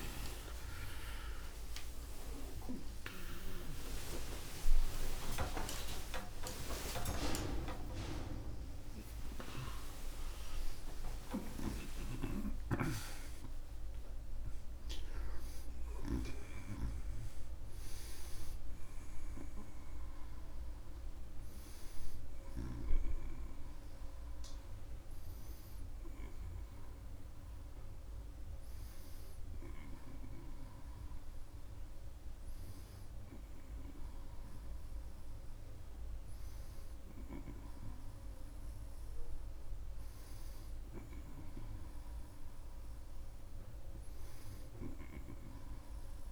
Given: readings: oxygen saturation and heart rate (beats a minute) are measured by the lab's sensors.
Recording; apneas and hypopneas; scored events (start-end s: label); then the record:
a person partly awake in a sleep study, by a room microphone; none
10.00-46.32 s: new sleep stage, N1 (lightest sleep)
From the record:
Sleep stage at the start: awake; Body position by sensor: on the right side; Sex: male